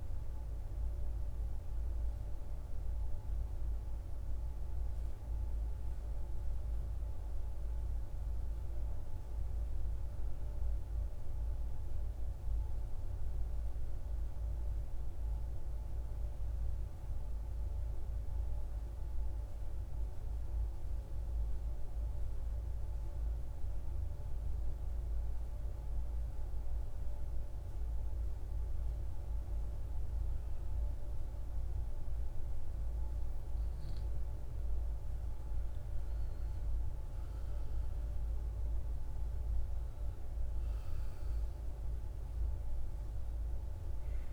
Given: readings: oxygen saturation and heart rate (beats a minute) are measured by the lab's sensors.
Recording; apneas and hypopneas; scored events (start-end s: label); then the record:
breathing in sleep, hard to hear, by a room microphone; 1
0.00-8.00 s: oxygen desaturation (device-marked, oxygen 89% lowest, heart rate 52 extreme)
11.00-14.50 s: arousal
17.00-29.00 s: obstructive apnea (oxygen 98% before, 88% lowest, heart rate 58 before, 52 extreme, up 7 after)
33.00-37.00 s: arousal
33.00-44.33 s: oxygen desaturation (device-marked, oxygen 97% before, 92% lowest, heart rate 54 before, 58 extreme)
From the record:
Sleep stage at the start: N2 (light sleep); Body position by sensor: on the back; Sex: male